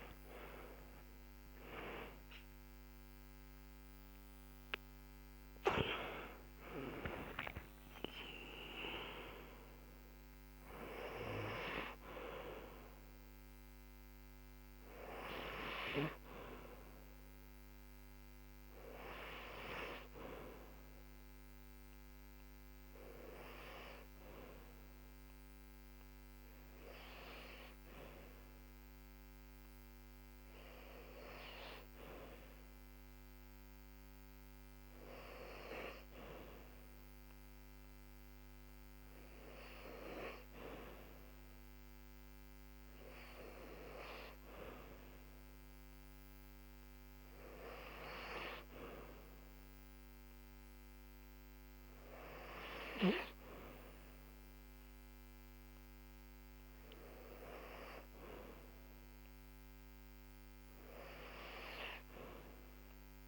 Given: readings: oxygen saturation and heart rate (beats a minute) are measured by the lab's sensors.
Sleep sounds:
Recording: breathing in sleep by a microphone on the trachea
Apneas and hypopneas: 1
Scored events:
0.00-3.50 s: arousal
24.00-35.50 s: hypopnea (oxygen 96% before, 94% lowest, heart rate 81 before, 66 extreme, up 1 after)
36.50-40.50 s: arousal
From the record:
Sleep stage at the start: N2 (light sleep)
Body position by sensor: on the back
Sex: female

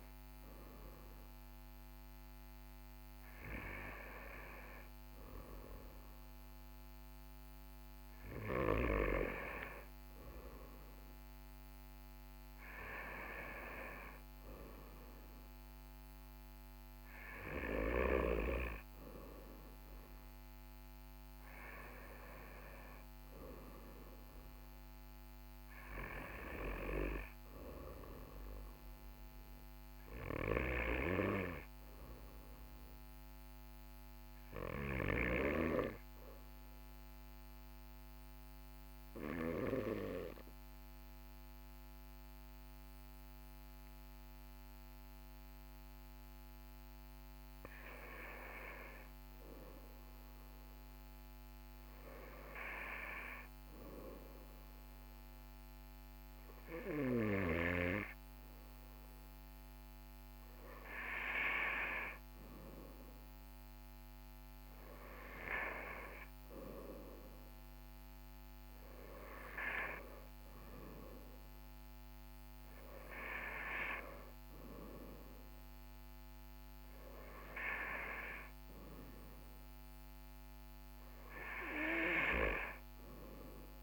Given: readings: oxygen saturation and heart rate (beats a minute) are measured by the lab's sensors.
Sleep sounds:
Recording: breathing in sleep by a microphone on the trachea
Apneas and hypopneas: 1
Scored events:
38.00-49.00 s: obstructive apnea (oxygen 98% before, 96% lowest, heart rate 42 before, 41 extreme, up 1 after)
50.50-54.50 s: arousal
From the record:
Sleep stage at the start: N1 (lightest sleep)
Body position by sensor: on the right side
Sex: male

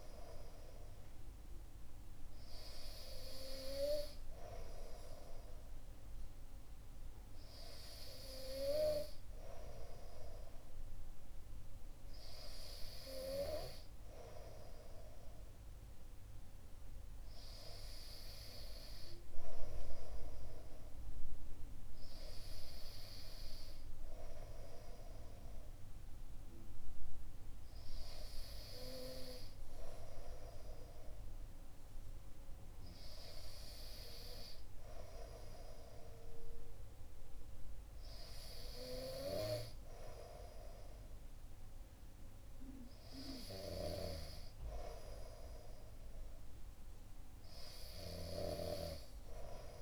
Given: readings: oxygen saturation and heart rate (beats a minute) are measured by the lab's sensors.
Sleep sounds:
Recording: breathing in sleep by a room microphone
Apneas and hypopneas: none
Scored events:
none scored
From the record:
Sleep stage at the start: N2 (light sleep)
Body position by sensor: on the back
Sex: male

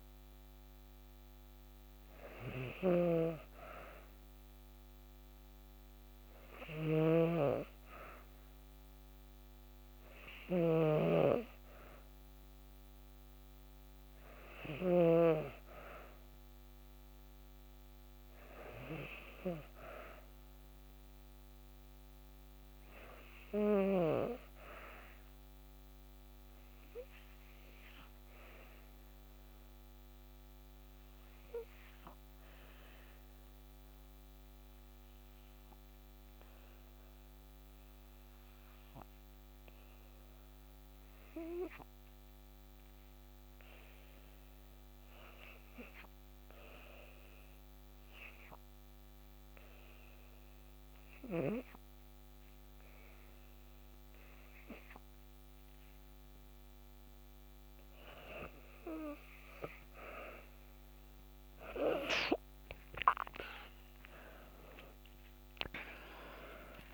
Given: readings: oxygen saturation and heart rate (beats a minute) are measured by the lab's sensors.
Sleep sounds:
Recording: breathing in sleep by a microphone on the trachea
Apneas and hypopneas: 1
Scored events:
0.00-14.50 s: snoring (device-marked)
16.50-21.50 s: arousal
27.00-58.50 s: hypopnea (oxygen 94% before, 87% lowest, heart rate 54 before, 53 extreme, up 4 after)
59.50-66.94 s: oxygen desaturation (device-marked, oxygen 94% before, 87% lowest, heart rate 55 before, 52 extreme)
63.00-66.94 s: arousal
From the record:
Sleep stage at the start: N2 (light sleep)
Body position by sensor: on the back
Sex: female

